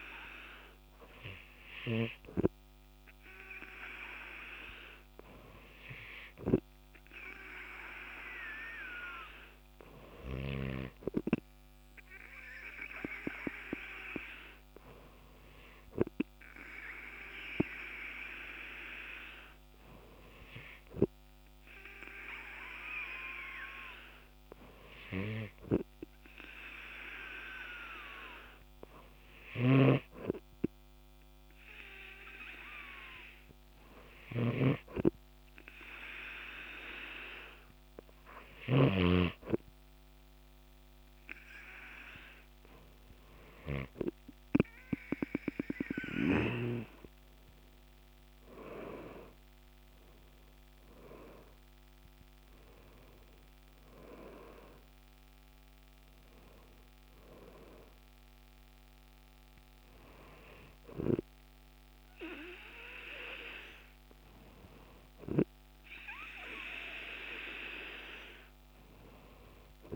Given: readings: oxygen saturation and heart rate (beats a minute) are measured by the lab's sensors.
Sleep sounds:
breathing in sleep by a microphone on the trachea; none
47.00-52.00 s: arousal
From the record:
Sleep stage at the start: N2 (light sleep); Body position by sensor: on the back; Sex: male

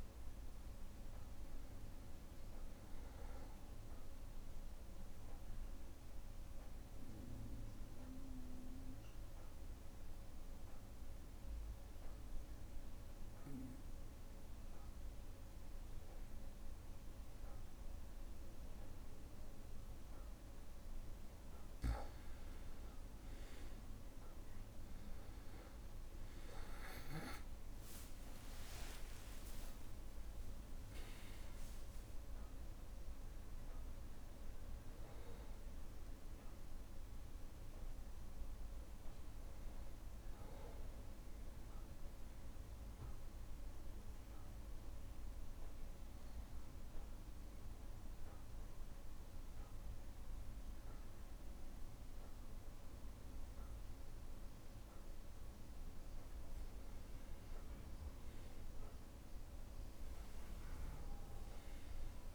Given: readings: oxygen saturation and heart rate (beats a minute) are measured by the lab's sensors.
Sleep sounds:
breathing in sleep, hard to hear, by a room microphone; 2
0.50-15.50 s: oxygen desaturation (device-marked, oxygen 96% before, 91% lowest, heart rate 63 before, 62 extreme)
6.00-20.00 s: obstructive apnea (oxygen 97% before, 91% lowest, heart rate 63 before, 61 extreme, up 17 after)
23.00-28.00 s: arousal
25.50-31.50 s: tachycardia (device-marked, heart rate 63 before, 121 extreme)
28.50-30.50 s: long interval between heartbeats (device-marked, heart rate 64 before, 107 extreme)
28.50-50.50 s: oxygen desaturation (device-marked, oxygen 97% before, 91% lowest, heart rate 64 before, 60 extreme)
30.50-32.50 s: long interval between heartbeats (device-marked, heart rate 69 before, 121 extreme)
42.00-55.50 s: obstructive apnea (oxygen 97% before, 91% lowest, heart rate 83 before, 60 extreme, up 3 after)
57.50-60.50 s: arousal
From the record:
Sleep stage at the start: N2 (light sleep); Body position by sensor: on the back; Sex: male

